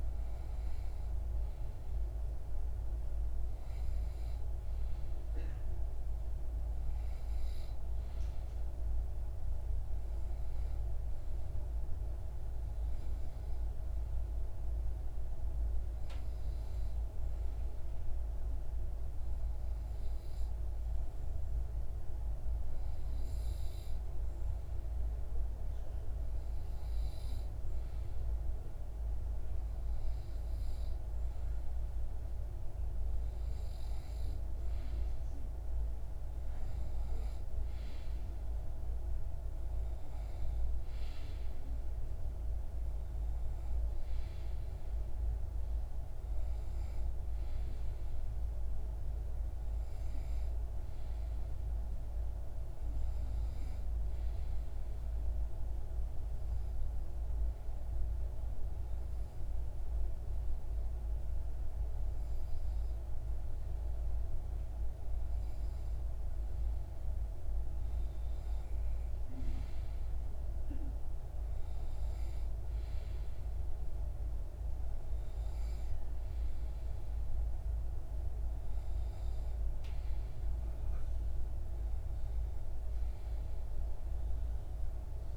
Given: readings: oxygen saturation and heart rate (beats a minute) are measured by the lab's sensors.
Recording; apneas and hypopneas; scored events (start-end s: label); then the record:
breathing in sleep, hard to hear, by a room microphone; 1
37.50-42.00 s: arousal
51.50-65.50 s: hypopnea (oxygen 94% before, 92% lowest)
66.50-71.00 s: arousal
From the record:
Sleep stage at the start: N2 (light sleep); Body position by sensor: on the right side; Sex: male